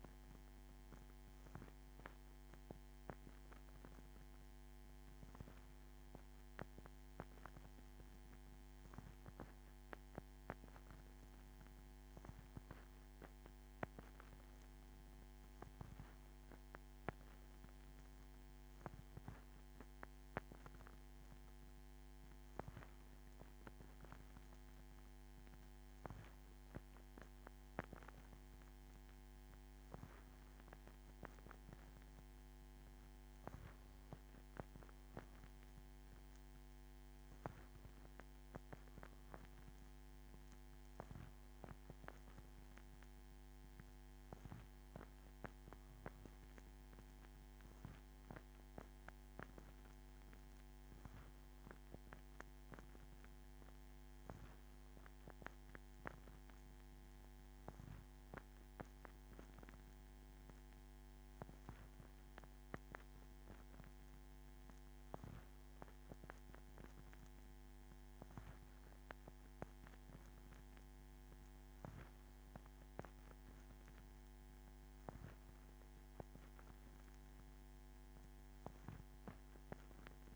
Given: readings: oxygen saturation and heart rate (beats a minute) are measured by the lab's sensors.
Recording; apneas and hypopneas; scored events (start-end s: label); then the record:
breathing in sleep by a microphone on the trachea; none
none scored
From the record:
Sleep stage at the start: N2 (light sleep); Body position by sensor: on the back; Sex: female